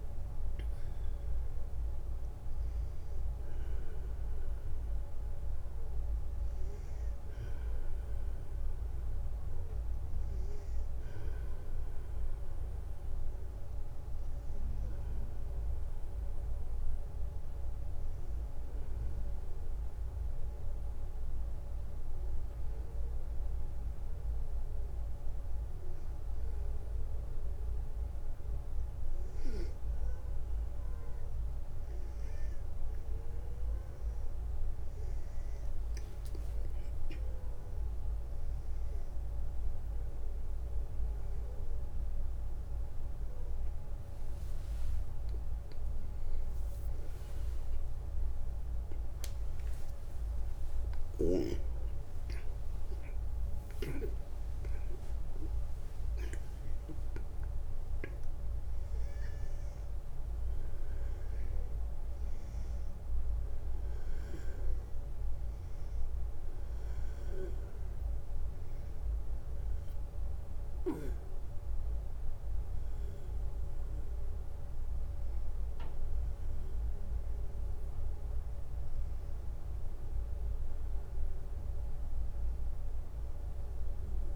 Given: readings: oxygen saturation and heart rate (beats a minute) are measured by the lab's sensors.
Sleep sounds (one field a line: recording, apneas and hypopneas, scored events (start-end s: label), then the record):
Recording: a person awake in a sleep study, hard to hear, by a room microphone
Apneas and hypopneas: 1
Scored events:
17.50-28.00 s: hypopnea (oxygen 94% before, 94% lowest, heart rate 65 before, 61 extreme, up 5 after)
26.00-84.36 s: new sleep stage, awake
From the record:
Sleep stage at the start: N2 (light sleep)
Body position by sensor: on the back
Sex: male